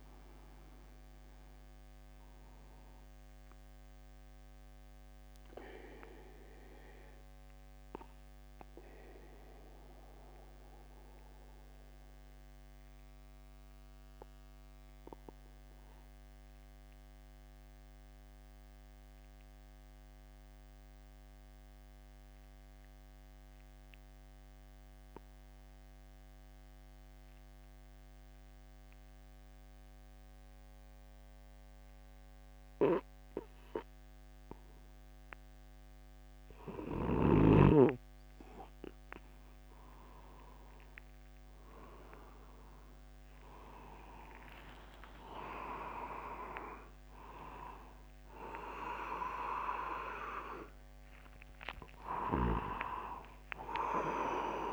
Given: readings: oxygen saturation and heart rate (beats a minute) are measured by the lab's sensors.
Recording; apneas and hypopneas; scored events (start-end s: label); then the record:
breathing in sleep by a microphone on the trachea; 1
5.50-35.50 s: obstructive apnea (oxygen 96% before, 92% lowest, heart rate 50 before, 49 extreme, up 1 after)
12.50-28.50 s: oxygen desaturation (device-marked, oxygen 96% before, 92% lowest, heart rate 50 before, 49 extreme)
44.00-46.00 s: long interval between heartbeats (device-marked, heart rate 49 before, 60 extreme)
45.50-51.00 s: arousal
46.50-48.50 s: long interval between heartbeats (device-marked, heart rate 53 before, 101 extreme)
50.00-52.00 s: long interval between heartbeats (device-marked, heart rate 61 before, 108 extreme)
From the record:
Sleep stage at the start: N2 (light sleep); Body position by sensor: upright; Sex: male